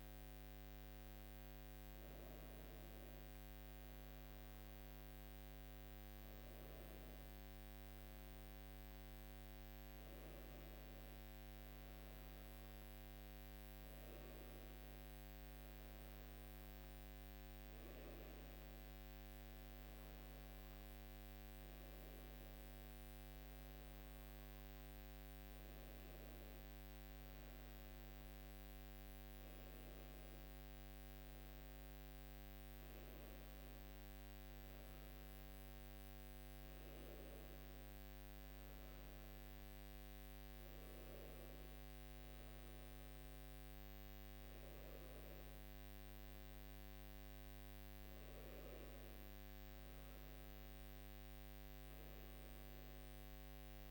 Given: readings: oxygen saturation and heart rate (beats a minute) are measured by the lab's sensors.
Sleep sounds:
breathing in sleep, hard to hear, by a microphone on the trachea; none
none scored
From the record:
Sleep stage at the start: N1 (lightest sleep); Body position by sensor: on the right side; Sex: female

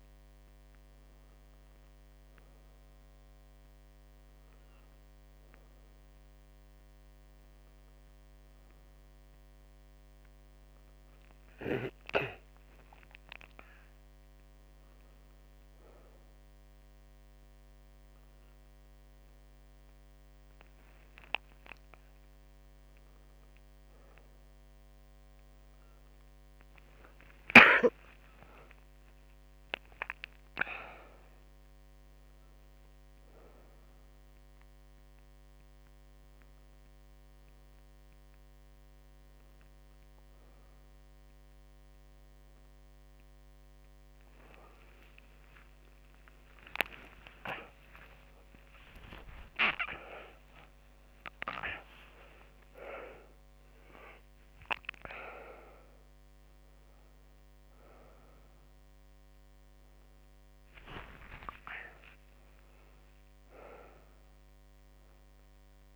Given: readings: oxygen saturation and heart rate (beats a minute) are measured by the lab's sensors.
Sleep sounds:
a person awake in a sleep study, by a microphone on the trachea; none
19.00-65.96 s: new sleep stage, awake
From the record:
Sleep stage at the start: N1 (lightest sleep); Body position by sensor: on the right side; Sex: female

